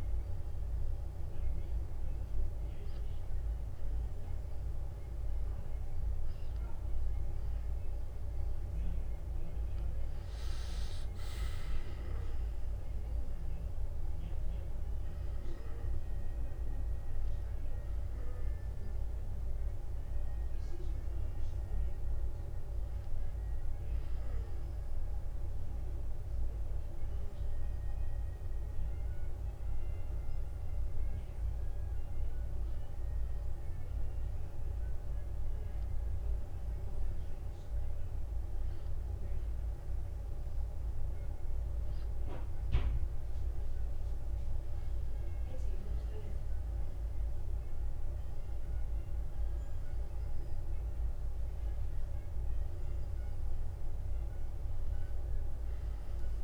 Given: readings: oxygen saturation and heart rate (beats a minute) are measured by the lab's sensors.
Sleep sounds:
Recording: breathing in sleep, hard to hear, by a room microphone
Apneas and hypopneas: none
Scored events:
11.50-56.44 s: new sleep stage, N1 (lightest sleep)
13.50-25.50 s: oxygen desaturation (device-marked, oxygen 94% before, 91% lowest, heart rate 58 before, 41 extreme)
34.50-36.50 s: long interval between heartbeats (device-marked, heart rate 53 before, 43 extreme)
41.00-43.00 s: long interval between heartbeats (device-marked, heart rate 51 before, 61 extreme)
45.50-47.50 s: long interval between heartbeats (device-marked, heart rate 55 before, 59 extreme)
50.00-52.00 s: long interval between heartbeats (device-marked, heart rate 55 before, 58 extreme)
53.50-55.50 s: long interval between heartbeats (device-marked, heart rate 55 before, 58 extreme)
From the record:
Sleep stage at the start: N2 (light sleep)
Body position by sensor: on the back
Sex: male

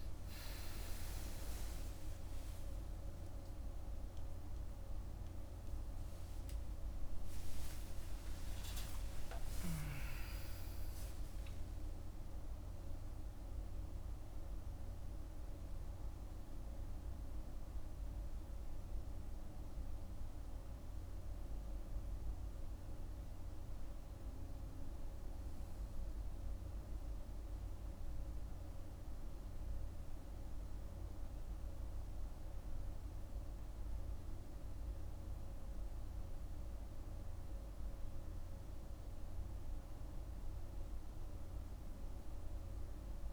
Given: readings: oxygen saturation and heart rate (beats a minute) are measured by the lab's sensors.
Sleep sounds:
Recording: breathing in sleep, hard to hear, by a room microphone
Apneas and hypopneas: none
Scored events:
1.50-8.50 s: arousal
From the record:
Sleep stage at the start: N1 (lightest sleep)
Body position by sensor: on the back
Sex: male

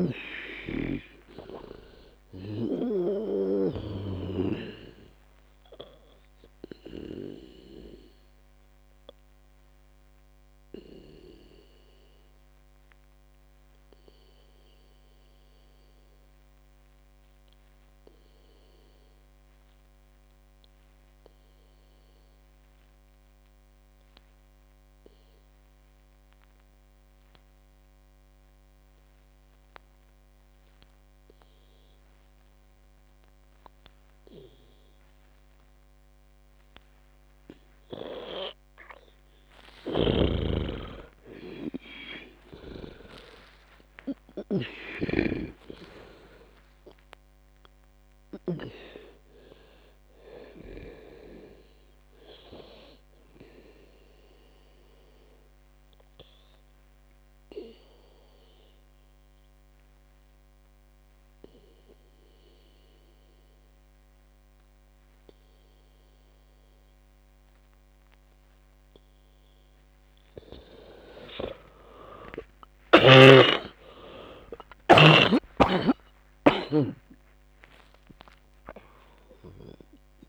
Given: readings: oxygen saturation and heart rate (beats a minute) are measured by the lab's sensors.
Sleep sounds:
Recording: breathing in sleep by a microphone on the trachea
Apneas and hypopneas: 2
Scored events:
0.00-3.50 s: snoring (device-marked)
0.00-23.00 s: oxygen desaturation (device-marked, oxygen 89% lowest, heart rate 54 extreme)
6.50-39.50 s: obstructive apnea (oxygen 99% before, 88% lowest, heart rate 75 before, 53 extreme, up 21 after)
38.00-72.00 s: oxygen desaturation (device-marked, oxygen 99% before, 88% lowest, heart rate 58 before, 53 extreme)
40.00-43.50 s: snoring (device-marked)
41.00-45.50 s: arousal
45.50-49.50 s: snoring (device-marked)
55.50-69.50 s: obstructive apnea (oxygen 99% before, 88% lowest, heart rate 70 before, 53 extreme, up 51 after)
73.00-77.50 s: arousal
From the record:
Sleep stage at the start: N2 (light sleep)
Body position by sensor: on the back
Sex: female

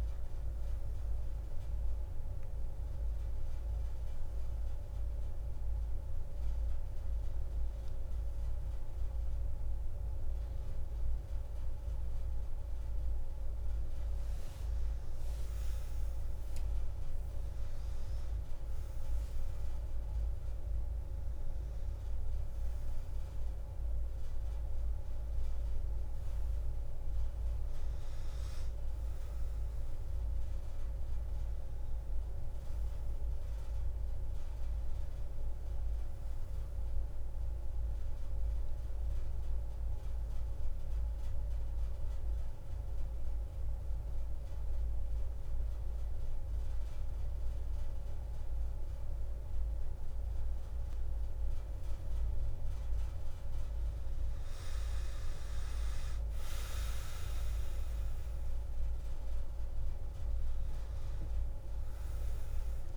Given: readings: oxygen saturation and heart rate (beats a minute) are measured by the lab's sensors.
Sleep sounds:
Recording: a person awake in a sleep study, hard to hear, by a room microphone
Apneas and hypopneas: none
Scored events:
16.50-33.50 s: oxygen desaturation (device-marked, oxygen 99% before, 93% lowest)
54.50-62.97 s: oxygen desaturation (device-marked, oxygen 94% before, 90% lowest)
From the record:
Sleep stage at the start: awake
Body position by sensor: on the back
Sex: female

